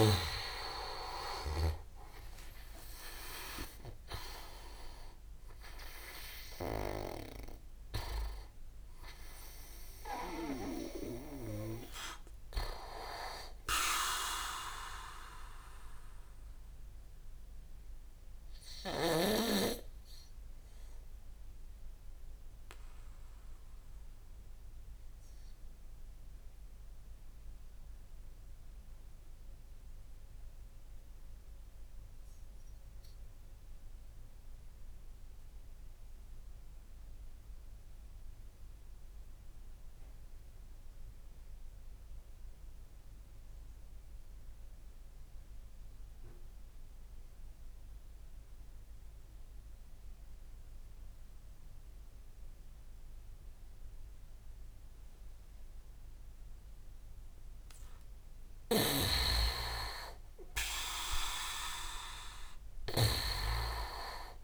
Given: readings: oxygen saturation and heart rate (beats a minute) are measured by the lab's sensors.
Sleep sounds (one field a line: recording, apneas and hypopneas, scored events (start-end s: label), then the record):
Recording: breathing in sleep by a room microphone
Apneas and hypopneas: 1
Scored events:
0.00-19.00 s: oxygen desaturation (device-marked, oxygen 95% lowest)
2.00-5.00 s: leg movement (device-marked)
2.00-6.00 s: arousal
19.00-57.50 s: mixed apnea (oxygen 98% before, 93% lowest)
28.00-40.00 s: oxygen desaturation (device-marked, oxygen 97% before, 94% lowest)
58.00-64.44 s: snoring (device-marked)
60.00-63.50 s: arousal
From the record:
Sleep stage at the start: N2 (light sleep)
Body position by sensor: on the back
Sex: male